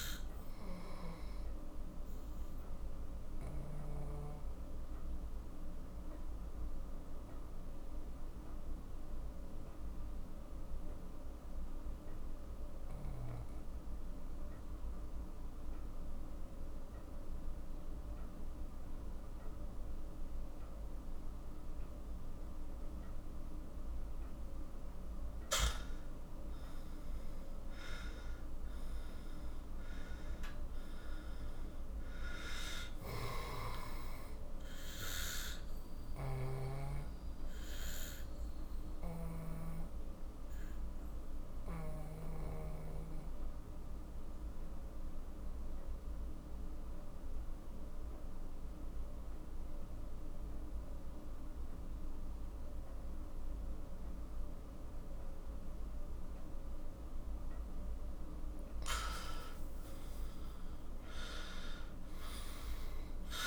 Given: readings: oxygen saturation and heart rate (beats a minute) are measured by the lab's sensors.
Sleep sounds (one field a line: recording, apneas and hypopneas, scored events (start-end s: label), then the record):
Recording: breathing in sleep by a room microphone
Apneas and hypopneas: 2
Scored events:
0.00-4.00 s: oxygen desaturation (device-marked, oxygen 92% lowest, heart rate 40 extreme)
1.50-23.50 s: obstructive apnea (oxygen 97% before, 91% lowest, heart rate 54 before, 40 extreme, up 15 after)
25.50-29.50 s: arousal
29.00-51.00 s: oxygen desaturation (device-marked, oxygen 97% before, 92% lowest, heart rate 47 before, 43 extreme)
35.00-58.00 s: obstructive apnea (oxygen 97% before, 91% lowest, heart rate 52 before, 43 extreme, up 14 after)
36.00-39.50 s: snoring (device-marked)
59.50-63.47 s: arousal
From the record:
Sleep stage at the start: N2 (light sleep)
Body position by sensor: on the back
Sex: male